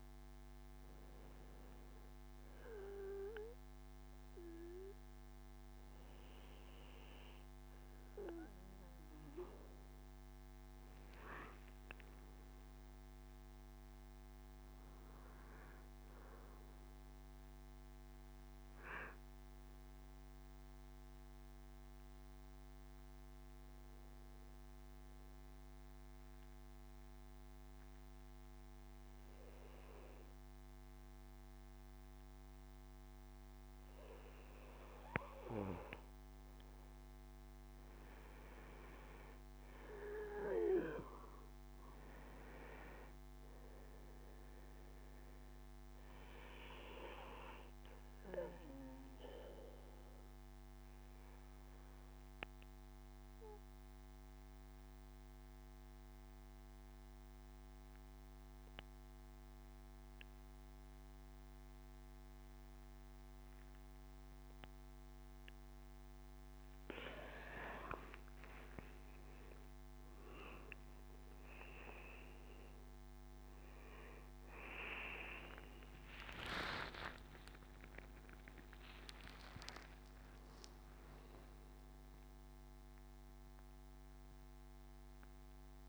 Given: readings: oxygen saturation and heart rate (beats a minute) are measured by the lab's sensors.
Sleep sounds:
breathing in sleep by a microphone on the trachea; 2
12.50-16.50 s: arousal
23.00-36.50 s: obstructive apnea (oxygen 95% before, 92% lowest, heart rate 80 before, 73 extreme, up 6 after)
38.50-42.50 s: arousal
47.50-67.00 s: mixed apnea (oxygen 97% before, 92% lowest, heart rate 76 before, 73 extreme, up 11 after)
69.00-85.89 s: oxygen desaturation (device-marked, oxygen 97% before, 92% lowest, heart rate 75 before, 73 extreme)
70.00-75.00 s: arousal
From the record:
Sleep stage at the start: N1 (lightest sleep); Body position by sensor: on the back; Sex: male

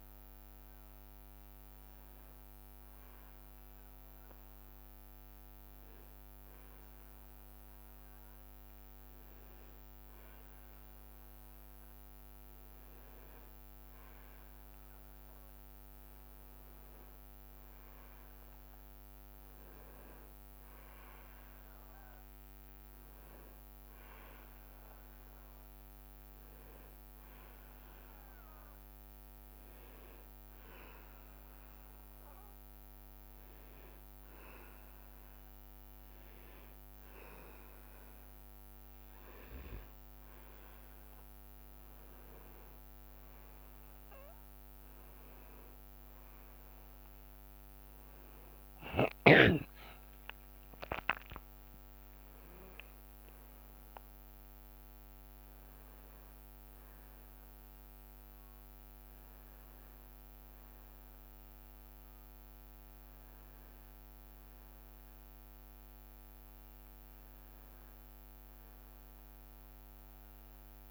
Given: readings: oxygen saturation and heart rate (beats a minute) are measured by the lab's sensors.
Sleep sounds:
breathing in sleep, hard to hear, by a microphone on the trachea; 2
2.50-13.50 s: hypopnea (oxygen 98% before, 94% lowest, heart rate 69 before, 64 extreme, up 3 after)
15.50-19.50 s: arousal
19.50-29.00 s: leg movement (device-marked)
28.00-40.00 s: hypopnea (oxygen 98% before, 94% lowest, heart rate 66 before, 65 extreme, up 5 after)
31.50-40.50 s: leg movement (device-marked)
43.50-61.50 s: oxygen desaturation (device-marked, oxygen 97% before, 94% lowest, heart rate 66 before, 64 extreme)
44.50-55.00 s: leg movement (device-marked)
48.50-70.91 s: new sleep stage, N1 (lightest sleep)
50.00-54.50 s: arousal
From the record:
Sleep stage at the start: N2 (light sleep); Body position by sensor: on the back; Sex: male

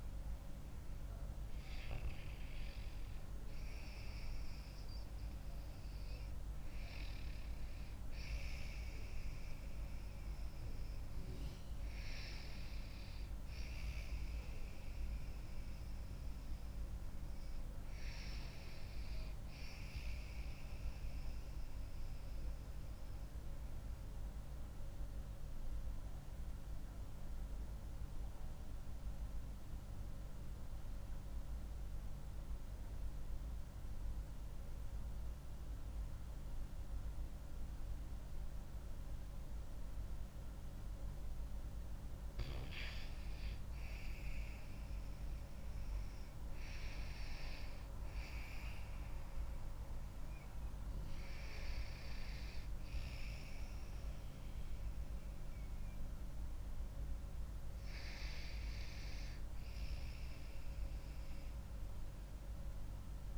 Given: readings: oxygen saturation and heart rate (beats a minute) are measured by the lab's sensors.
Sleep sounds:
breathing in sleep, hard to hear, by a room microphone; 1
0.00-11.00 s: oxygen desaturation (device-marked, oxygen 86% lowest)
12.50-17.00 s: arousal
22.00-43.00 s: obstructive apnea (oxygen 92% before, 86% lowest)
44.50-48.50 s: arousal
48.00-63.38 s: oxygen desaturation (device-marked, oxygen 95% before, 86% lowest)
From the record:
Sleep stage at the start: REM sleep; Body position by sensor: on the back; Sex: female

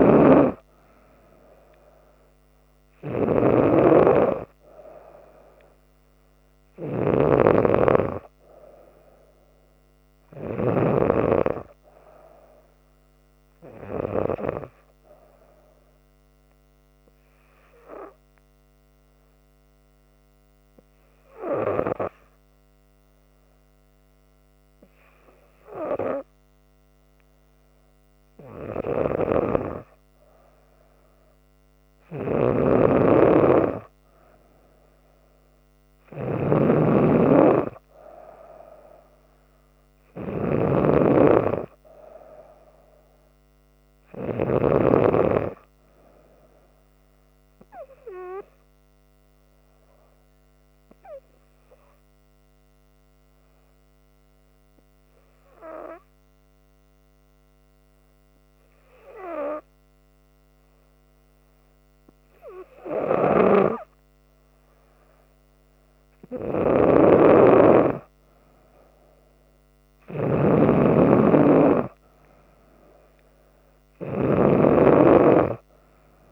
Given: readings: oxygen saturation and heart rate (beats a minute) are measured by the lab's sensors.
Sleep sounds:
breathing in sleep by a microphone on the trachea; 2
0.00-10.50 s: snoring (device-marked)
15.50-29.00 s: hypopnea (oxygen 96% before, 92% lowest, heart rate 70 before, 68 extreme, up 0 after)
31.00-35.50 s: arousal
32.00-44.50 s: snoring (device-marked)
48.50-63.00 s: hypopnea (oxygen 96% before, 92% lowest, heart rate 70 before, 67 extreme, up 2 after)
63.00-76.32 s: snoring (device-marked)
64.50-68.00 s: arousal
68.50-76.32 s: oxygen desaturation (device-marked, oxygen 96% before, 92% lowest, heart rate 68 before, 68 extreme)
From the record:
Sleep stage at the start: N3 (deep sleep); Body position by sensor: on the back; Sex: female

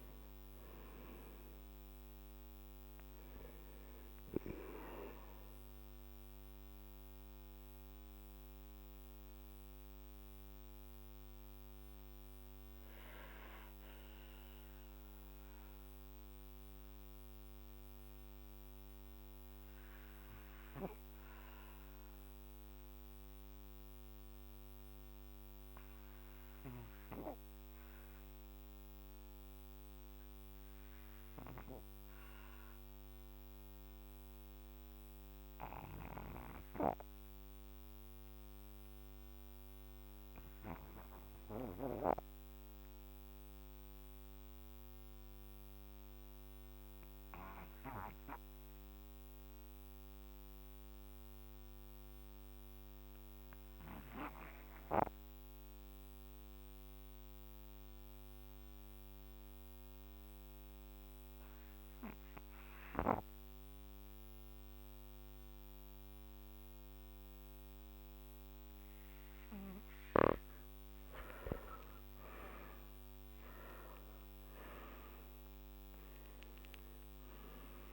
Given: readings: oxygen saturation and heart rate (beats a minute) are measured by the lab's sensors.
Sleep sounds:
breathing in sleep by a microphone on the trachea; 1
0.00-13.00 s: oxygen desaturation (device-marked, oxygen 94% lowest, heart rate 46 extreme)
6.50-69.50 s: mixed apnea (oxygen 99% before, 83% lowest, heart rate 53 before, 46 extreme, up 22 after)
19.00-36.00 s: oxygen desaturation (device-marked, oxygen 95% before, 84% lowest, heart rate 54 before, 47 extreme)
62.00-77.00 s: oxygen desaturation (device-marked, oxygen 98% before, 95% lowest, heart rate 49 before, 46 extreme)
72.00-77.50 s: arousal
From the record:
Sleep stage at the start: N2 (light sleep); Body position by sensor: on the back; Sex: male

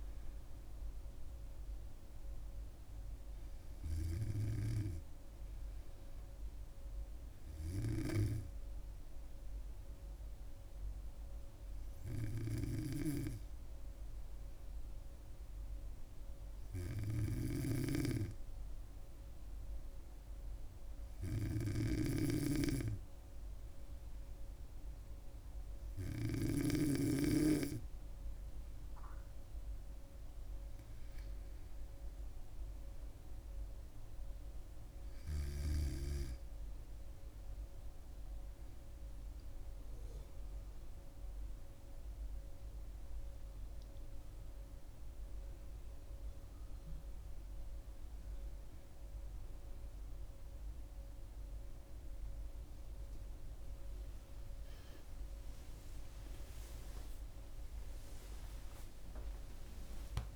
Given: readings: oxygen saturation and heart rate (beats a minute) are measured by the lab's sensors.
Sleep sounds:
breathing in sleep by a room microphone; 1
1.00-28.50 s: hypopnea (oxygen 98% before, 94% lowest, heart rate 69 before, 65 extreme, up 6 after)
17.00-26.50 s: snoring (device-marked)
30.00-33.50 s: arousal
51.00-60.36 s: new sleep stage, awake
From the record:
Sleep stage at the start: N2 (light sleep); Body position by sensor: on the back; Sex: female

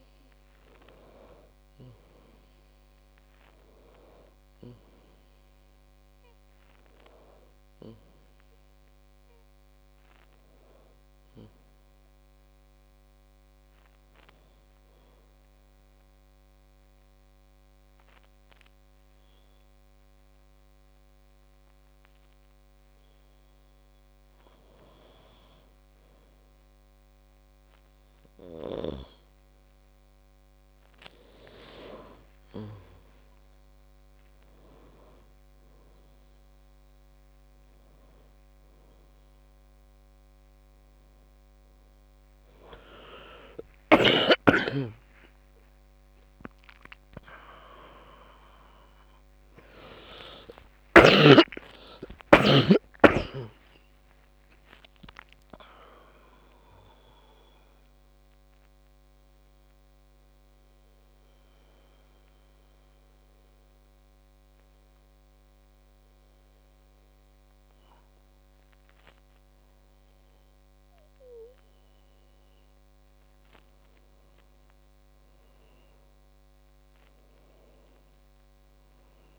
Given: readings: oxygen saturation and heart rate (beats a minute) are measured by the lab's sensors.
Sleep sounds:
breathing in sleep by a microphone on the trachea; 2
0.00-17.50 s: oxygen desaturation (device-marked, oxygen 90% lowest, heart rate 55 extreme)
11.50-24.00 s: obstructive apnea (oxygen 95% before, 91% lowest, heart rate 73 before, 55 extreme, up 10 after)
44.50-50.00 s: arousal
55.50-68.50 s: central apnea (oxygen 98% before, 94% lowest, heart rate 89 before, 61 extreme, up 1 after)
71.50-75.00 s: arousal
From the record:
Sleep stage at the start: N2 (light sleep); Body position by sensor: on the back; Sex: female

